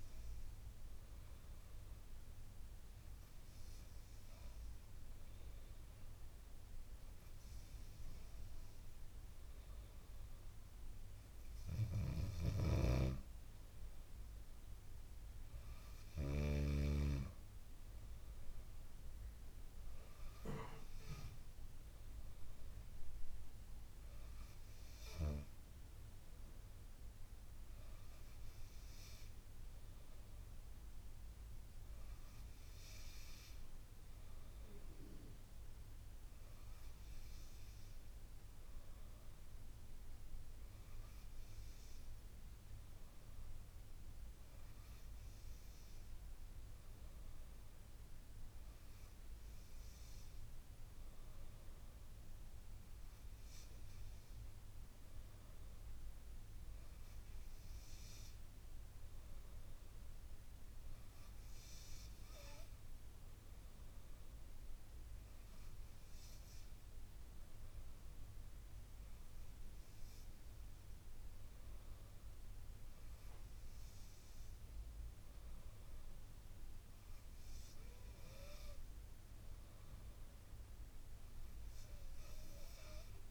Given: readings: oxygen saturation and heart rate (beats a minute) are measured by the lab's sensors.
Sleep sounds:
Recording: breathing in sleep by a room microphone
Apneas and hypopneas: none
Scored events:
12.00-16.50 s: snoring (device-marked)
From the record:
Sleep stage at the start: N2 (light sleep)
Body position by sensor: on the back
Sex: female

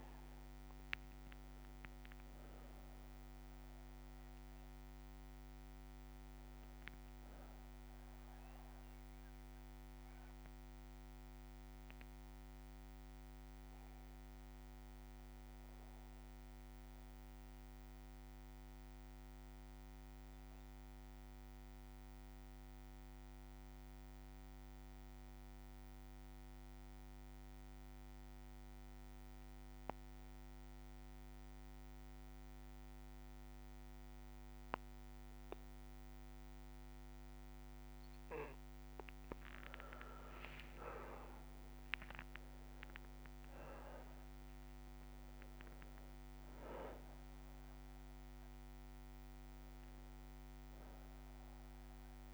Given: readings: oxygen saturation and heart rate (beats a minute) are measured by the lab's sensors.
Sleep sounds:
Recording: breathing in sleep by a microphone on the trachea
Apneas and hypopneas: 1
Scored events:
0.00-20.00 s: oxygen desaturation (device-marked, oxygen 91% lowest)
0.00-23.00 s: bradycardia (device-marked)
11.50-37.00 s: obstructive apnea (oxygen 98% before, 91% lowest, heart rate 33 before, 34 extreme, up 2 after)
24.00-29.00 s: bradycardia (device-marked, heart rate 61 before, 59 extreme)
32.00-35.00 s: bradycardia (device-marked, heart rate 61 before, 59 extreme)
35.00-52.33 s: oxygen desaturation (device-marked, oxygen 99% before, 92% lowest, heart rate 57 before, 34 extreme)
38.00-49.00 s: bradycardia (device-marked, heart rate 61 before, 34 extreme)
39.50-41.50 s: long interval between heartbeats (device-marked, heart rate 59 before, 60 extreme)
39.50-45.00 s: arousal
44.00-46.00 s: long interval between heartbeats (device-marked, heart rate 58 before, 45 extreme)
47.00-49.00 s: long interval between heartbeats (device-marked, heart rate 55 before, 46 extreme)
From the record:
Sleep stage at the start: N2 (light sleep)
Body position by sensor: on the back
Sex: male

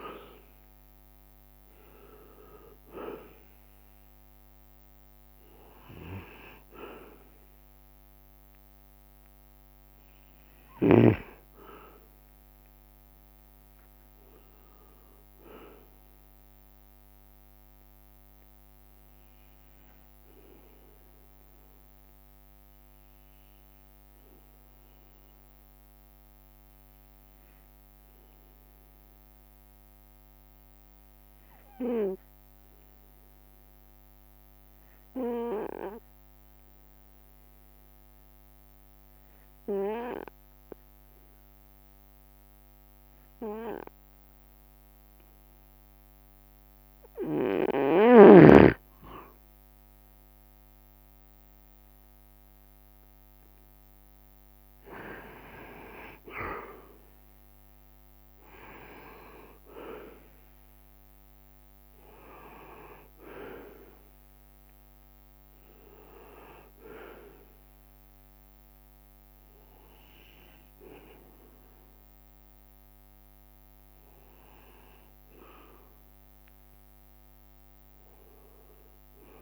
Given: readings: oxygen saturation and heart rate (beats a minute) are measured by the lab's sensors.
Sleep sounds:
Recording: breathing in sleep by a microphone on the trachea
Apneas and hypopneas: 1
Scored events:
0.00-11.00 s: drop in pulse transit time (device-marked, heart rate 67 extreme)
0.00-24.00 s: oxygen desaturation (device-marked, oxygen 92% lowest, heart rate 64 extreme)
2.50-3.50 s: leg movement (device-marked)
4.00-5.00 s: leg movement (device-marked)
12.50-14.50 s: long interval between heartbeats (device-marked, heart rate 68 before, 81 extreme)
13.00-17.00 s: leg movement (device-marked)
19.00-47.00 s: obstructive apnea (oxygen 97% before, 92% lowest, heart rate 77 before, 64 extreme, up 4 after)
49.00-79.42 s: oxygen desaturation (device-marked, oxygen 98% before, 93% lowest, heart rate 65 before, 63 extreme)
49.50-53.50 s: arousal
52.00-71.00 s: drop in pulse transit time (device-marked, heart rate 65 before, 66 extreme)
64.00-65.50 s: leg movement (device-marked)
75.00-78.00 s: leg movement (device-marked)
From the record:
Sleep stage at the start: N2 (light sleep)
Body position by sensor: on the right side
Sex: male

